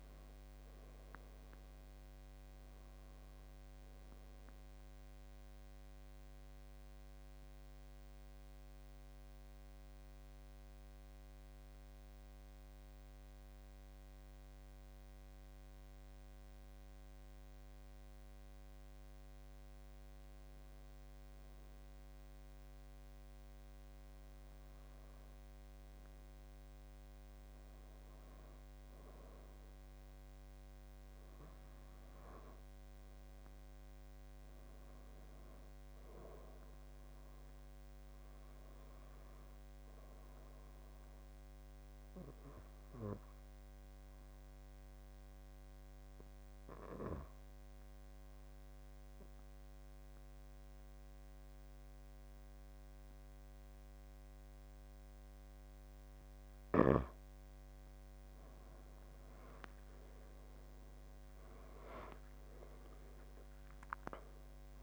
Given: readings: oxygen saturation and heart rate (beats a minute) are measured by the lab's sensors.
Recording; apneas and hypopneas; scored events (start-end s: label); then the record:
breathing in sleep by a microphone on the trachea; 2
0.00-18.50 s: oxygen desaturation (device-marked, oxygen 87% lowest, heart rate 70 extreme)
7.50-20.50 s: central apnea (oxygen 94% before, 87% lowest, heart rate 83 before, 71 extreme, up 8 after)
23.50-27.50 s: arousal
30.50-48.50 s: oxygen desaturation (device-marked, oxygen 97% before, 92% lowest, heart rate 75 before, 75 extreme)
39.50-55.50 s: obstructive apnea (oxygen 97% before, 87% lowest, heart rate 77 before, 65 extreme, up 22 after)
58.50-63.00 s: arousal
58.50-64.83 s: oxygen desaturation (device-marked, oxygen 92% before, 87% lowest, heart rate 78 before, 65 extreme)
From the record:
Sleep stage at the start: N2 (light sleep); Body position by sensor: on the back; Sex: male